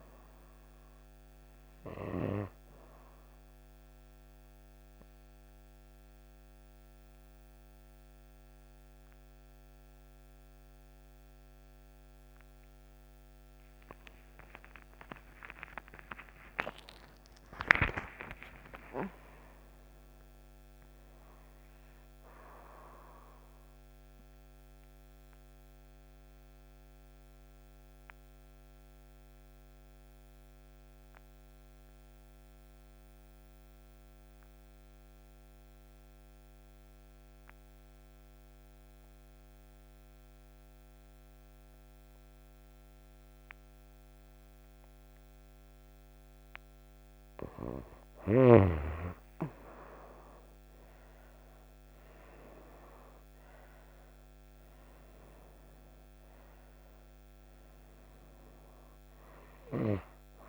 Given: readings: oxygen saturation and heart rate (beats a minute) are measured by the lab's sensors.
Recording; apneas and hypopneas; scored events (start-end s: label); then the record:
breathing in sleep by a microphone on the trachea; 2
0.00-20.50 s: oxygen desaturation (device-marked, oxygen 89% lowest, heart rate 54 extreme)
3.00-13.00 s: obstructive apnea (oxygen 98% before, 89% lowest, heart rate 73 before, 54 extreme)
14.00-19.50 s: arousal
24.00-46.00 s: obstructive apnea (oxygen 98% before, 89% lowest, heart rate 82 before, 59 extreme, up 27 after)
48.50-53.50 s: arousal
51.50-60.48 s: oxygen desaturation (device-marked, oxygen 97% before, 89% lowest, heart rate 67 before, 54 extreme)
From the record:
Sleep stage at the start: N2 (light sleep); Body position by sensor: on the right side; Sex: female